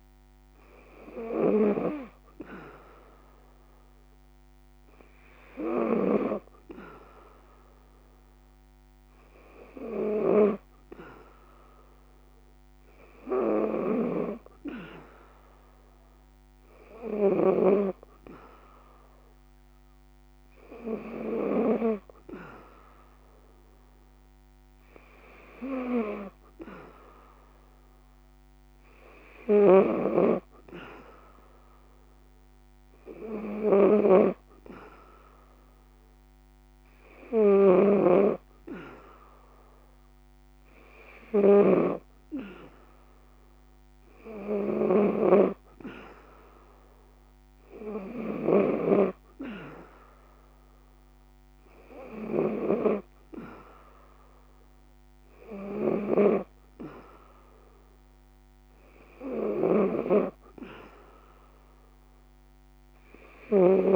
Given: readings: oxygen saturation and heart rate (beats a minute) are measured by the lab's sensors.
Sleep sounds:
breathing in sleep by a microphone on the trachea; none
0.00-1.00 s: snoring (device-marked)
13.00-17.00 s: snoring (device-marked)
28.50-63.95 s: snoring (device-marked)
From the record:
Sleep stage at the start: N3 (deep sleep); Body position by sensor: on the back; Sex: female

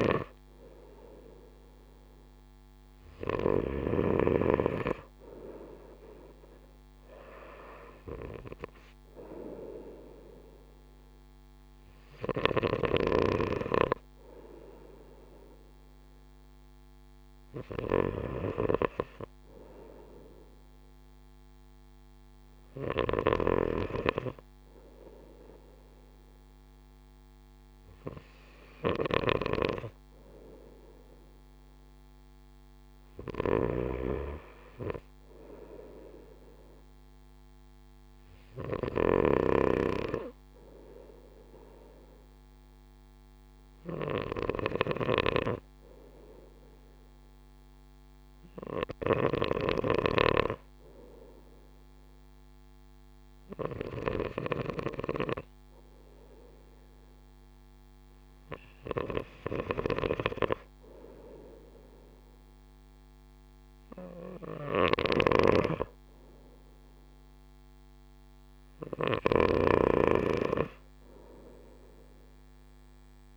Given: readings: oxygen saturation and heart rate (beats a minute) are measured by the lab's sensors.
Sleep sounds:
breathing in sleep by a microphone on the trachea; none
0.00-4.00 s: snoring (device-marked)
33.50-54.50 s: snoring (device-marked)
64.50-73.36 s: snoring (device-marked)
From the record:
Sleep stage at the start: N2 (light sleep); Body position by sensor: on the right side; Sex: male

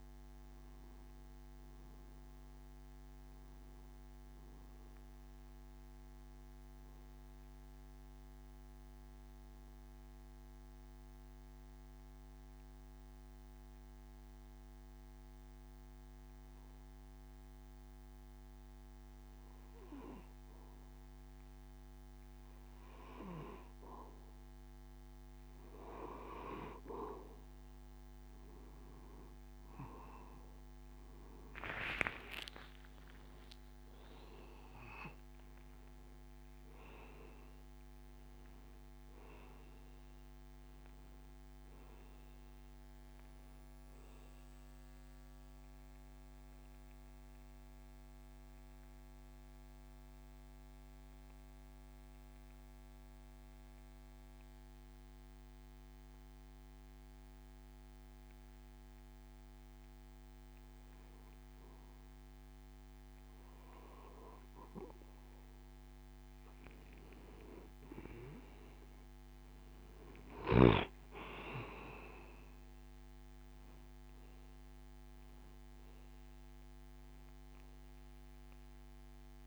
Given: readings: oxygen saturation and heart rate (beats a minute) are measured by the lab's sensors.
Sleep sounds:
breathing in sleep by a microphone on the trachea; 2
7.00-22.50 s: obstructive apnea (oxygen 93% before, 91% lowest)
26.00-30.50 s: arousal
29.00-60.00 s: oxygen desaturation (device-marked, oxygen 95% before, 91% lowest)
46.00-62.00 s: mixed apnea (oxygen 95% before, 91% lowest)
67.00-72.00 s: arousal
From the record:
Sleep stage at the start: N2 (light sleep); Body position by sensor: on the back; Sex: male

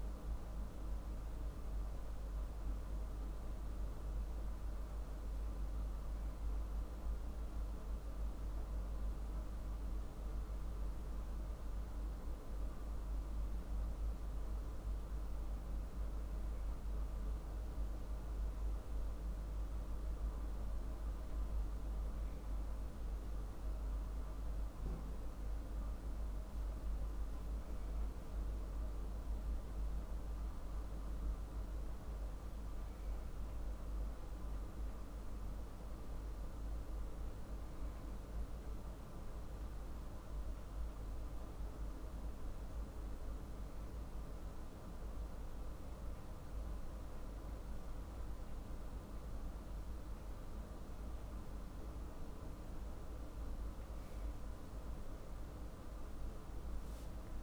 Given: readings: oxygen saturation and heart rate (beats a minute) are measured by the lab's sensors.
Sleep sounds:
breathing in sleep, hard to hear, by a room microphone; none
none scored
From the record:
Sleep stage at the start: N2 (light sleep); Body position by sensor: on the back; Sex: male

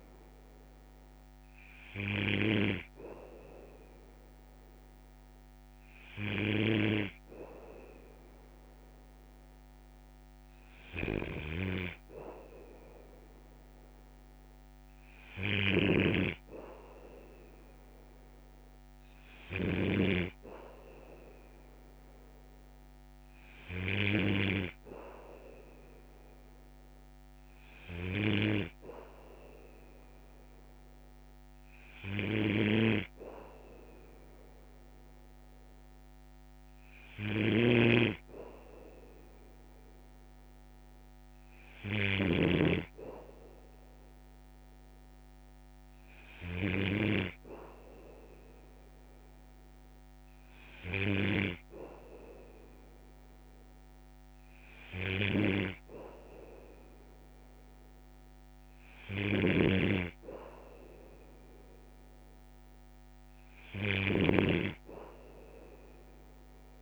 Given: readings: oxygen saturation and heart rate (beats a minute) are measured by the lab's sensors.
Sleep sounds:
breathing in sleep by a microphone on the trachea; none
11.00-20.00 s: snoring (device-marked)
37.00-42.50 s: snoring (device-marked)
51.00-64.50 s: snoring (device-marked)
From the record:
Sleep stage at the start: N2 (light sleep); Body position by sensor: on the back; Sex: male

